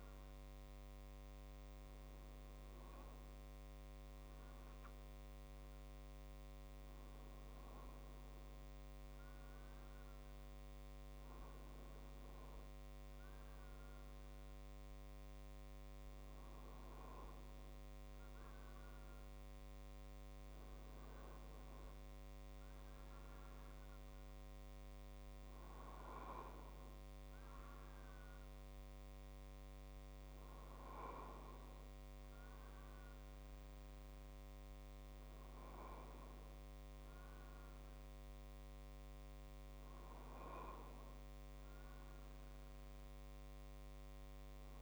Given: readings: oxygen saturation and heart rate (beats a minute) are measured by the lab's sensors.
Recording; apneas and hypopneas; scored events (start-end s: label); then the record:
breathing in sleep, hard to hear, by a microphone on the trachea; none
0.00-1.50 s: drop in pulse transit time (device-marked, heart rate 51 extreme)
15.50-33.50 s: drop in pulse transit time (device-marked, heart rate 51 before, 51 extreme)
From the record:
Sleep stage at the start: N2 (light sleep); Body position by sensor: on the right side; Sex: male